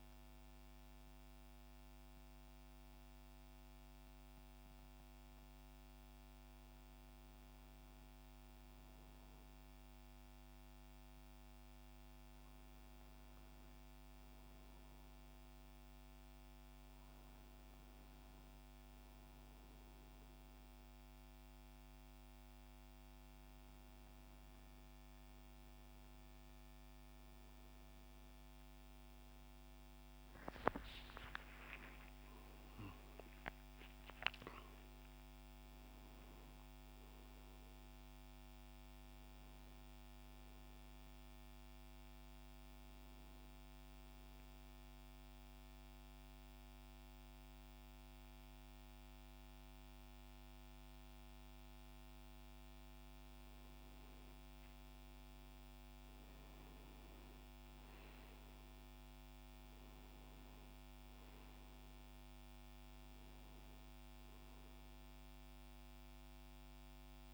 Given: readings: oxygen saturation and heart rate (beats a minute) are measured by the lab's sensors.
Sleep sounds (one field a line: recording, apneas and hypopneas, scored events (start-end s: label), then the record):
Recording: breathing in sleep, hard to hear, by a microphone on the trachea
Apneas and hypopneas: 2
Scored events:
0.50-10.50 s: hypopnea (oxygen 97% before, 93% lowest, heart rate 73 before, 64 extreme, up 5 after)
12.50-16.50 s: arousal
30.50-35.50 s: arousal
44.00-54.00 s: central apnea (oxygen 95% before, 91% lowest, heart rate 76 before, 65 extreme, up 10 after)
56.00-59.00 s: arousal
From the record:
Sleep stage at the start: N2 (light sleep)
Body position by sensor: on the back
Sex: male